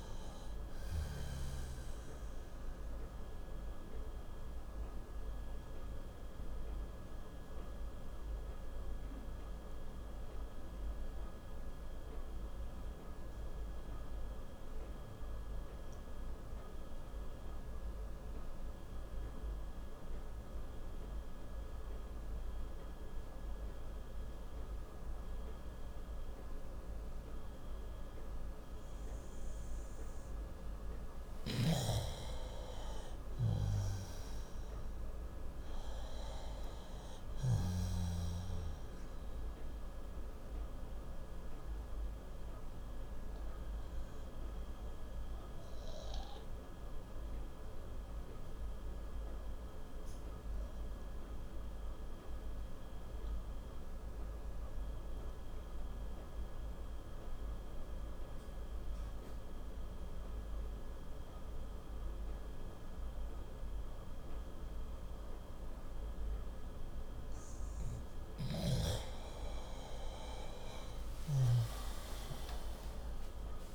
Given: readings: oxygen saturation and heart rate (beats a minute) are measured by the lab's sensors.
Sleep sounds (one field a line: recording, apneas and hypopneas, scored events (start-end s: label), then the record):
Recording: breathing in sleep, hard to hear, by a room microphone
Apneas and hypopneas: 2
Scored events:
0.00-23.00 s: oxygen desaturation (device-marked, oxygen 91% lowest, heart rate 56 extreme)
4.00-30.00 s: obstructive apnea (oxygen 97% before, 91% lowest, heart rate 65 before, 56 extreme, up 7 after)
31.50-38.00 s: snoring (device-marked)
32.50-36.50 s: arousal
33.00-63.00 s: oxygen desaturation (device-marked, oxygen 98% before, 91% lowest, heart rate 61 before, 59 extreme)
41.50-67.50 s: obstructive apnea (oxygen 98% before, 91% lowest, heart rate 64 before, 56 extreme, up 30 after)
69.00-73.00 s: arousal
From the record:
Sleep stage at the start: N2 (light sleep)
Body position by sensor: on the left side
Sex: male